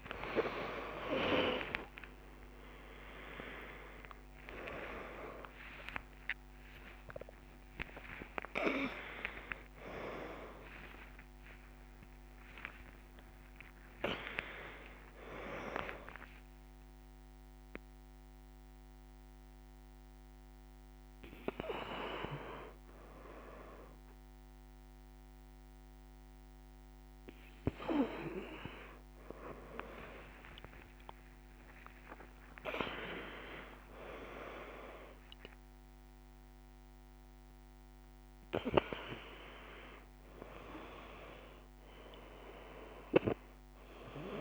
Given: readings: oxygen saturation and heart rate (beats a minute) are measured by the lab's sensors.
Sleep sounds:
a person awake in a sleep study, by a microphone on the trachea; none
none scored
From the record:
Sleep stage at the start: awake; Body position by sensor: on the right side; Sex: female

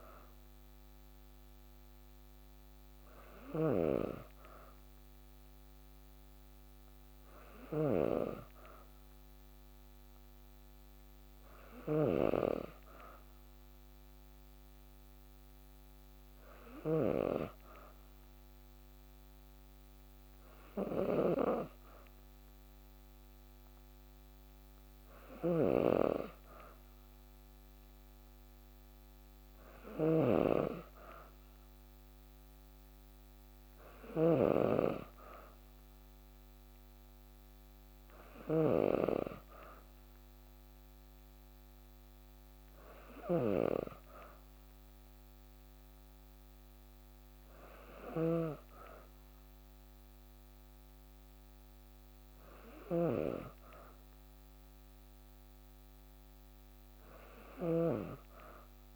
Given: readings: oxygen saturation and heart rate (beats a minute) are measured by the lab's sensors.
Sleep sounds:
breathing in sleep by a microphone on the trachea; none
0.00-16.50 s: snoring (device-marked)
24.50-58.96 s: snoring (device-marked)
From the record:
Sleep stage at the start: N2 (light sleep); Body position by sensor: on the back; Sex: female

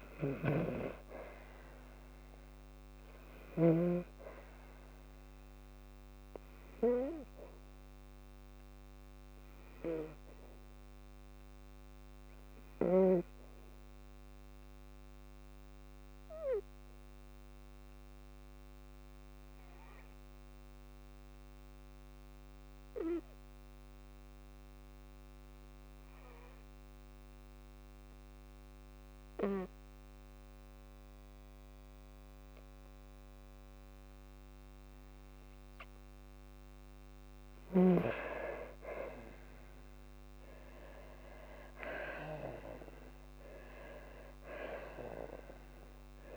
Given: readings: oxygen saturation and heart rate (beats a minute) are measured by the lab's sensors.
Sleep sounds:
breathing in sleep by a microphone on the trachea; 1
13.00-36.50 s: obstructive apnea (oxygen 99% before, 92% lowest, heart rate 57 before, 54 extreme, up 6 after)
20.00-34.00 s: oxygen desaturation (device-marked, oxygen 98% before, 92% lowest, heart rate 56 before, 54 extreme)
39.00-43.00 s: arousal
From the record:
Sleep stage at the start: N2 (light sleep); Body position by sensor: on the back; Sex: female

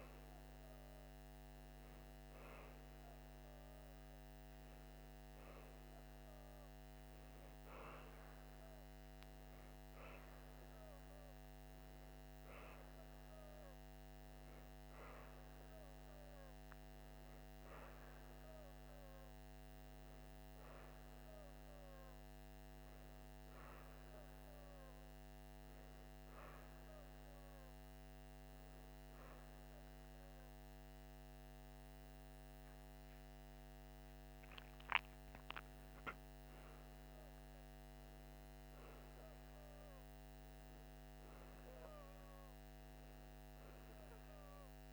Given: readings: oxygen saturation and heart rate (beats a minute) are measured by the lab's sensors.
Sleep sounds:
breathing in sleep, hard to hear, by a microphone on the trachea; 1
19.50-23.00 s: arousal
26.50-36.50 s: hypopnea (oxygen 94% before, 87% lowest, heart rate 142 before, 69 extreme, up 43 after)
38.00-41.50 s: arousal
43.00-44.93 s: oxygen desaturation (device-marked, oxygen 91% before, 88% lowest, heart rate 147 before, 69 extreme)
From the record:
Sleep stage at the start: N1 (lightest sleep); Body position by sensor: on the right side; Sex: female

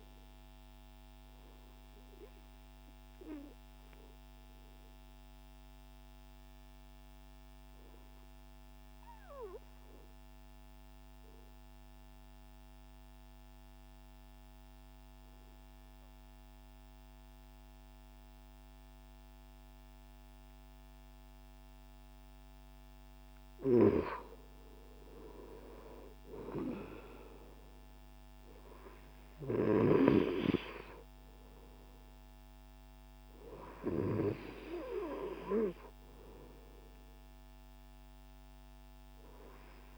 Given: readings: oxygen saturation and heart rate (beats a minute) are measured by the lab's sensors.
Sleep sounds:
breathing in sleep by a microphone on the trachea; 1
0.00-9.50 s: oxygen desaturation (device-marked, oxygen 95% lowest)
2.00-23.00 s: mixed apnea (oxygen 99% before, 95% lowest)
25.00-29.00 s: arousal
From the record:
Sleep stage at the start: N2 (light sleep); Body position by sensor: on the right side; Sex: male

